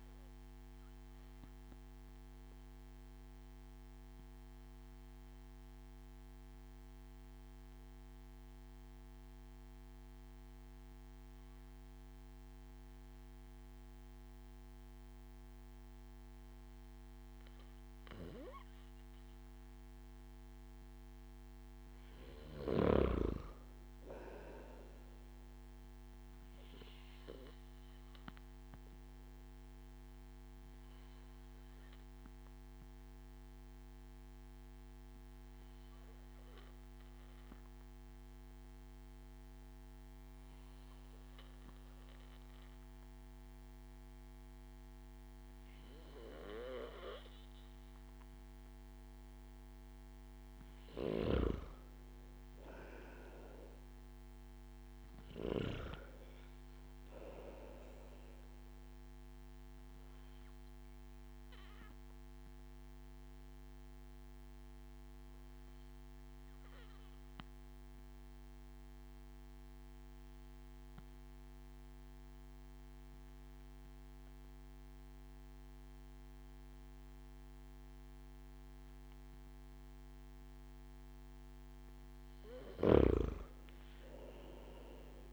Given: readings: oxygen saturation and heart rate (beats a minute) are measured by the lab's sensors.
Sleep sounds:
breathing in sleep by a microphone on the trachea; 3
1.00-21.50 s: obstructive apnea (oxygen 96% before, 93% lowest)
23.50-27.00 s: arousal
31.50-49.50 s: obstructive apnea (oxygen 97% before, 93% lowest)
52.00-55.50 s: arousal
59.50-79.50 s: obstructive apnea (oxygen 96% before, 93% lowest)
82.00-85.33 s: arousal
From the record:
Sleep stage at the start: N2 (light sleep); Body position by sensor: on the back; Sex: male

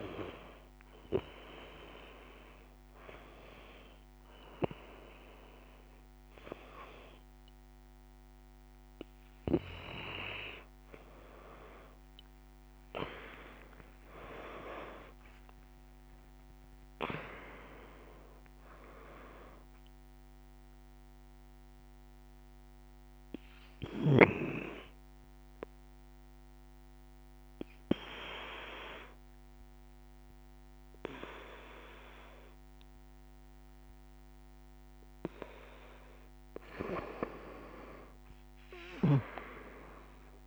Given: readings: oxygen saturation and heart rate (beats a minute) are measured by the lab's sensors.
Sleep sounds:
a person partly awake in a sleep study, by a microphone on the trachea; 1
15.50-40.47 s: new sleep stage, N1 (lightest sleep)
19.50-35.50 s: hypopnea (oxygen 97% before, 89% lowest, heart rate 73 before, 65 extreme, up 4 after)
From the record:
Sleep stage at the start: awake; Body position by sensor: on the right side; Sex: female

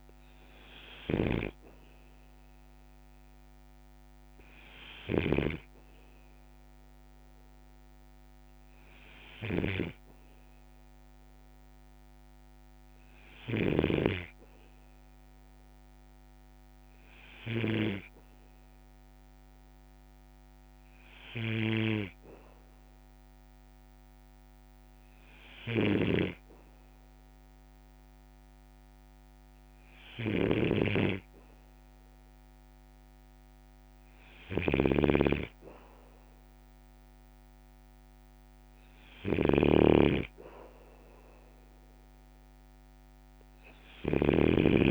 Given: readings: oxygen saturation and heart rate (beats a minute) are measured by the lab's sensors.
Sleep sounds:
breathing in sleep by a microphone on the trachea; none
13.00-44.91 s: snoring (device-marked)
From the record:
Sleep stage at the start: N2 (light sleep); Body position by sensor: on the back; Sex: male

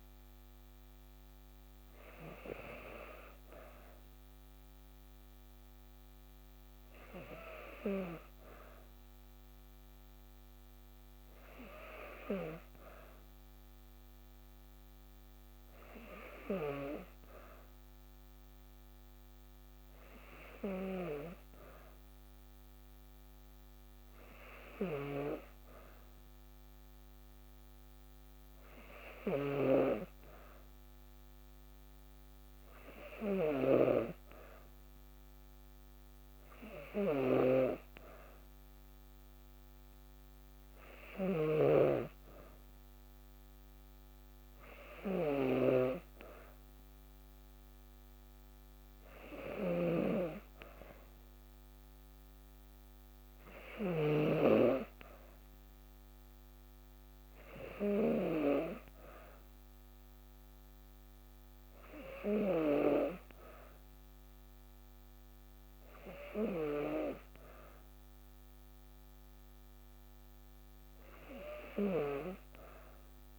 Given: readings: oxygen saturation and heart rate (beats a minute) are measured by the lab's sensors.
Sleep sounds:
breathing in sleep by a microphone on the trachea; none
36.50-54.00 s: snoring (device-marked)
From the record:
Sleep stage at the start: N2 (light sleep); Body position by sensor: on the back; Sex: female

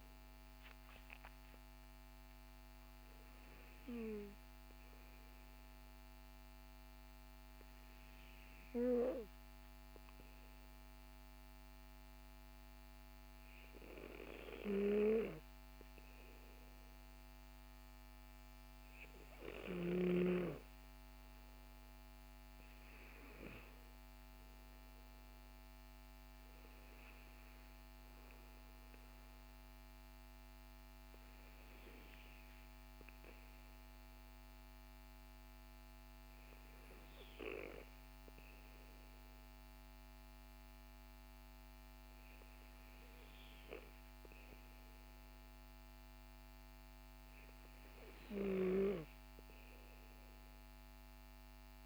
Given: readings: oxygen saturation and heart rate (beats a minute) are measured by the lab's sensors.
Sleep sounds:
breathing in sleep by a microphone on the trachea; none
none scored
From the record:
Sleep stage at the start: N2 (light sleep); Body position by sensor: on the back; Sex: male

